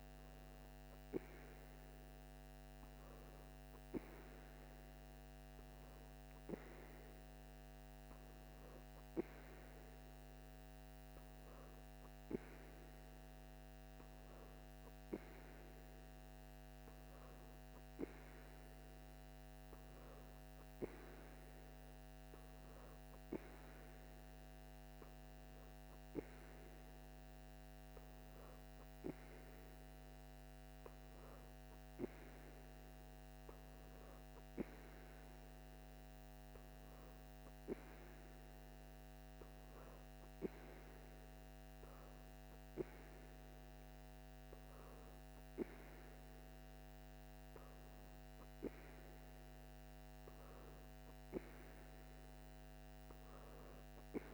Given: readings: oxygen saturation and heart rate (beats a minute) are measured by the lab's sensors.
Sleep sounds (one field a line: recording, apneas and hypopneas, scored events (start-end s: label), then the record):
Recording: breathing in sleep by a microphone on the trachea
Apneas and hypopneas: none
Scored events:
none scored
From the record:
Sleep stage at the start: N2 (light sleep)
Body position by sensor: on the back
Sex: female